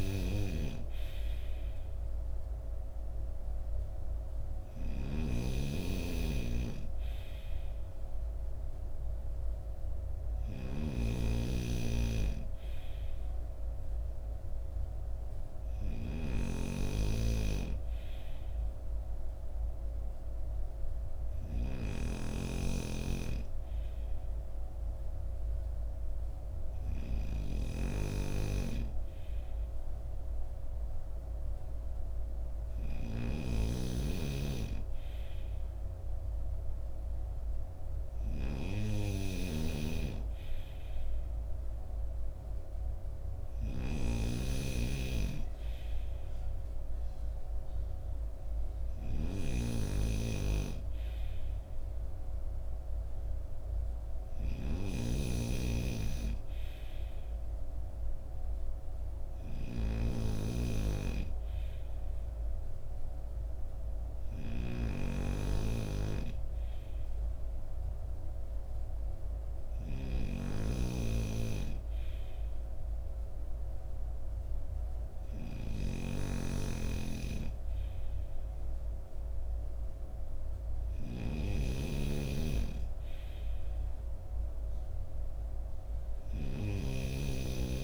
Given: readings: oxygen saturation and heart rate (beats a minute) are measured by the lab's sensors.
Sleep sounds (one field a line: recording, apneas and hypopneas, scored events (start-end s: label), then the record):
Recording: breathing in sleep by a room microphone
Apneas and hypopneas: none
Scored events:
0.00-87.84 s: snoring (device-marked)
From the record:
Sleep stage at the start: N2 (light sleep)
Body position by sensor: on the front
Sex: male